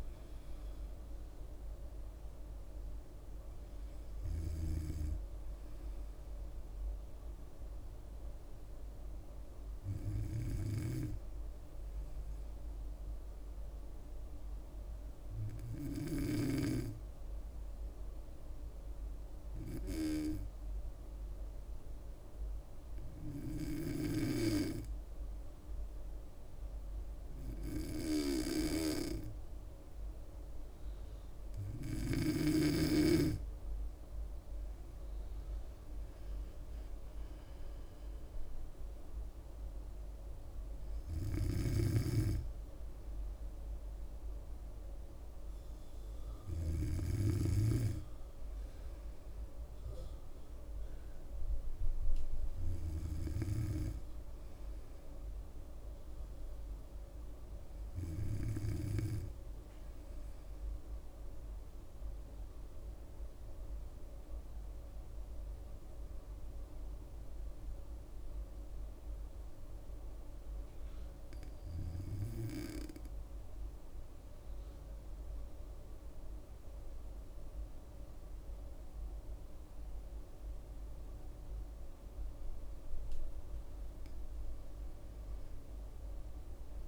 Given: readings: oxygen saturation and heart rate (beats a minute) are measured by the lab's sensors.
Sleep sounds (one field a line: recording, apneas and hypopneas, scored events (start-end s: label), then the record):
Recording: breathing in sleep by a room microphone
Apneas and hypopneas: 2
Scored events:
9.50-32.00 s: hypopnea (oxygen 97% before, 95% lowest, heart rate 67 before, 64 extreme, up 4 after)
34.00-37.00 s: arousal
41.00-47.50 s: snoring (device-marked)
61.50-82.50 s: obstructive apnea (oxygen 97% before, 94% lowest, heart rate 67 before, 66 extreme, up 8 after)
84.00-86.88 s: arousal
From the record:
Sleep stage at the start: N2 (light sleep)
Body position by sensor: on the back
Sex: female